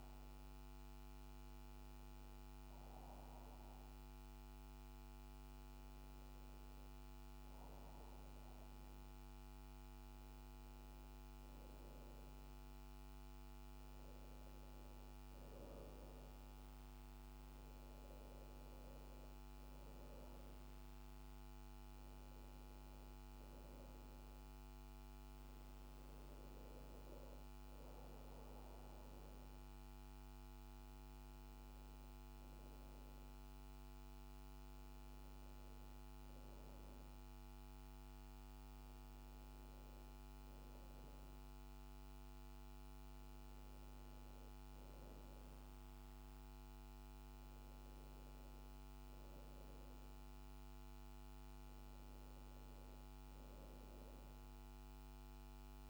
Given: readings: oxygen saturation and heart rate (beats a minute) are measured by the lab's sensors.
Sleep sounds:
breathing in sleep, hard to hear, by a microphone on the trachea; none
none scored
From the record:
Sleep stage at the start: N2 (light sleep); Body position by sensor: on the right side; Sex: female

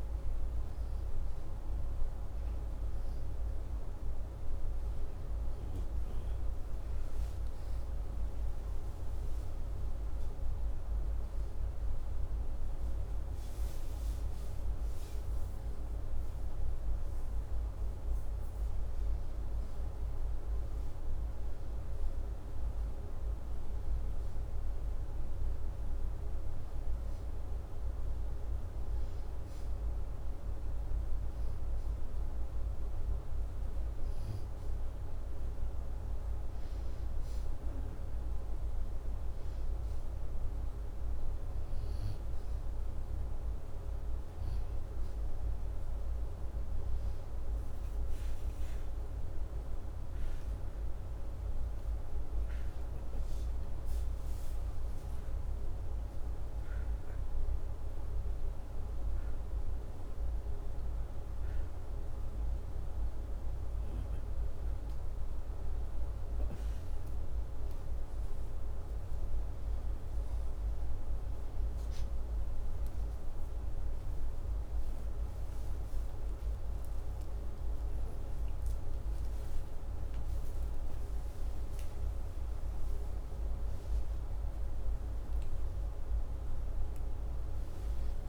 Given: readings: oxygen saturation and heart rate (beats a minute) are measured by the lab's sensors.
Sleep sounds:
breathing in sleep, hard to hear, by a room microphone; 1
6.50-9.50 s: arousal
45.50-48.50 s: arousal
50.00-61.50 s: hypopnea (oxygen 96% before, 95% lowest, heart rate 83 before, 84 extreme, up 2 after)
82.00-87.00 s: arousal
From the record:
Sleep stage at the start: N2 (light sleep); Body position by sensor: upright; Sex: male

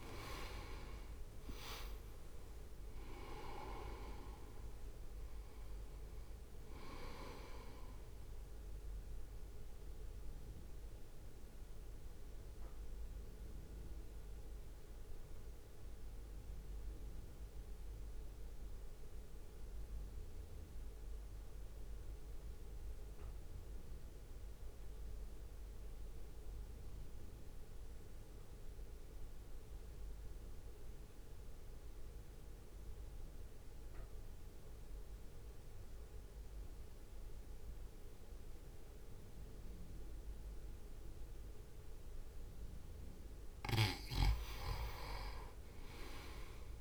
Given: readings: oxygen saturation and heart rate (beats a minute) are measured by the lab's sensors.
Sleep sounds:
breathing in sleep by a room microphone; 1
0.00-1.00 s: arousal
0.00-29.00 s: oxygen desaturation (device-marked, oxygen 87% lowest, heart rate 53 extreme)
1.00-15.00 s: drop in pulse transit time (device-marked, heart rate 61 before, 53 extreme)
9.50-42.00 s: mixed apnea (oxygen 98% before, 87% lowest, heart rate 60 before, 49 extreme, up 4 after)
44.00-46.81 s: oxygen desaturation (device-marked, oxygen 98% before, 89% lowest, heart rate 61 before, 49 extreme)
From the record:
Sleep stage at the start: N2 (light sleep); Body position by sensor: on the right side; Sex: male

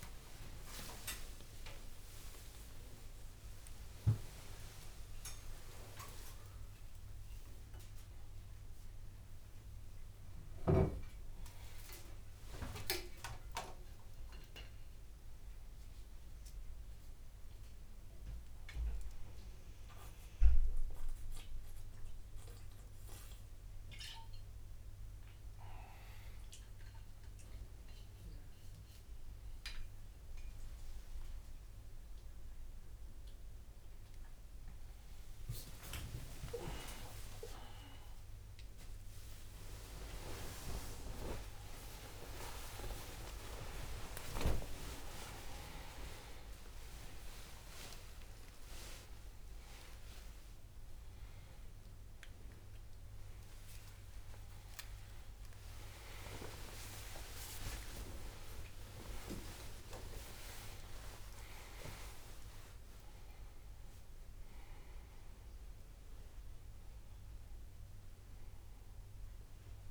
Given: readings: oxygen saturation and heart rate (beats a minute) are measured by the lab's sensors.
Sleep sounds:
a person awake in a sleep study, by a room microphone; none
60.00-69.90 s: new sleep stage, N1 (lightest sleep)
From the record:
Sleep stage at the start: awake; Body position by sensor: on the back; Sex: male

